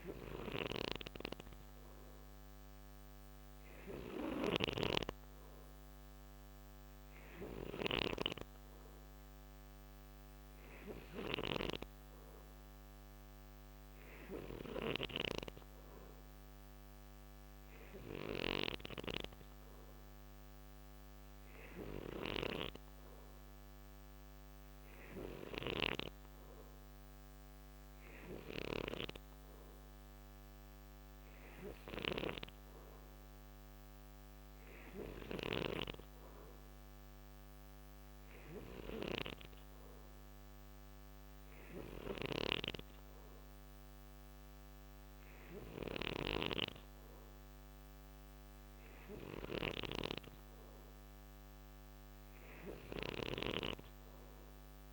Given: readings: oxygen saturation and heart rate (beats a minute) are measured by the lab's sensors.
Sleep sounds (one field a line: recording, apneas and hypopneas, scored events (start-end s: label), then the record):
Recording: breathing in sleep by a microphone on the trachea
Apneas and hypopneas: none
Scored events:
0.00-35.00 s: snoring (device-marked)
41.00-54.93 s: snoring (device-marked)
From the record:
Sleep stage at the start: N2 (light sleep)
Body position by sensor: on the right side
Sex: male